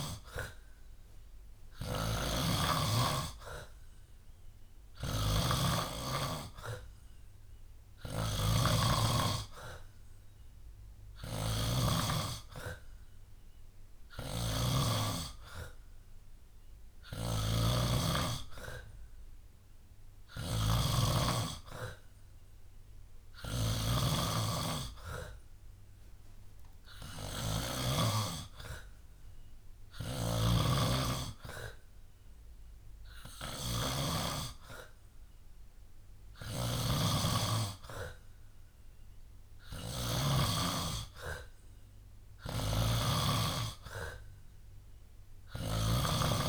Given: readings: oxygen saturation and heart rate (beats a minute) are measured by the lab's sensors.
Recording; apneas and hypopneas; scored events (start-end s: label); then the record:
breathing in sleep by a room microphone; none
0.00-34.00 s: snoring (device-marked)
8.00-10.00 s: long interval between heartbeats (device-marked, heart rate 68 before, 64 extreme)
36.00-40.00 s: snoring (device-marked)
42.00-46.49 s: snoring (device-marked)
From the record:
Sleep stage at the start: N2 (light sleep); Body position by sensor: on the back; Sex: male